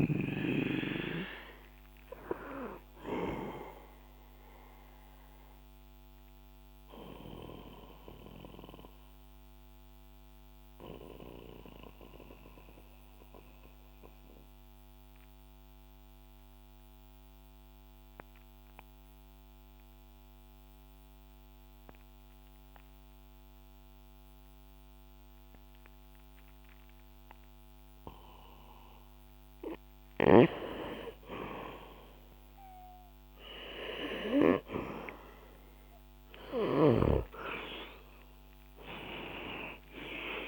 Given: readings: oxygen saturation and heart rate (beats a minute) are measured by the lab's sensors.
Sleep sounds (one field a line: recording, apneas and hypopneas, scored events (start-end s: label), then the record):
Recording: breathing in sleep by a microphone on the trachea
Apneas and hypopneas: 1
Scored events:
5.50-28.50 s: obstructive apnea (oxygen 98% before, 89% lowest, heart rate 72 before, 62 extreme, up 4 after)
17.00-23.00 s: oxygen desaturation (device-marked, oxygen 94% before, 89% lowest, heart rate 69 before, 66 extreme)
30.50-34.50 s: arousal
34.00-40.48 s: oxygen desaturation (device-marked, oxygen 98% before, 91% lowest, heart rate 67 before, 62 extreme)
From the record:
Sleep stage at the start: N2 (light sleep)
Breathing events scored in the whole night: 440 in 6.9 hours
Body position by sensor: on the back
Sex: male